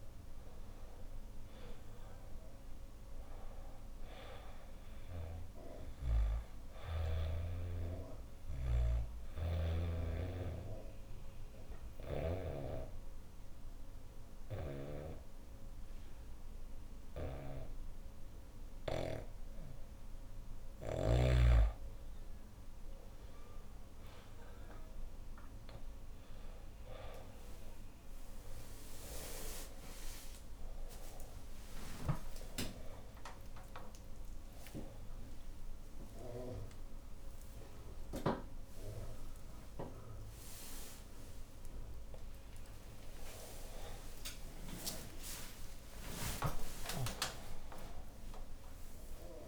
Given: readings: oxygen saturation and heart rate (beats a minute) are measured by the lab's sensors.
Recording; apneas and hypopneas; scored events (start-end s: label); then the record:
a person awake in a sleep study, by a room microphone; 1
0.00-3.50 s: arousal
0.00-15.50 s: oxygen desaturation (device-marked, oxygen 92% lowest, heart rate 71 extreme)
8.50-20.50 s: obstructive apnea (oxygen 96% before, 92% lowest, heart rate 76 before, 71 extreme, up 12 after)
21.50-49.48 s: new sleep stage, awake
29.50-35.50 s: oxygen desaturation (device-marked, oxygen 96% before, 92% lowest, heart rate 75 before, 75 extreme)
From the record:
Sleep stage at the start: N2 (light sleep); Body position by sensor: on the back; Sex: female